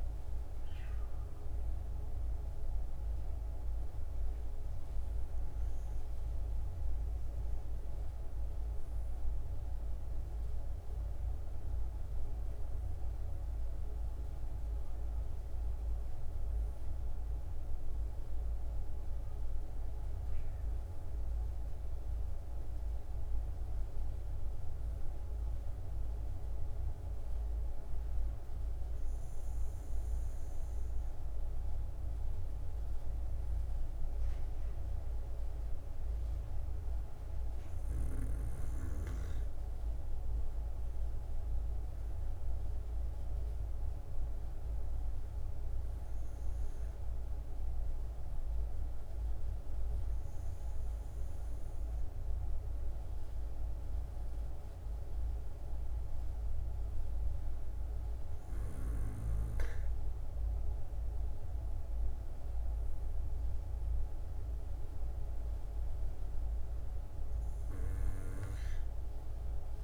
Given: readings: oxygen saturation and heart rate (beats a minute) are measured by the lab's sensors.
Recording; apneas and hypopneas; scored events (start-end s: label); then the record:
breathing in sleep, hard to hear, by a room microphone; none
none scored
From the record:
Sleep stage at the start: N2 (light sleep); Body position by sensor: on the back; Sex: female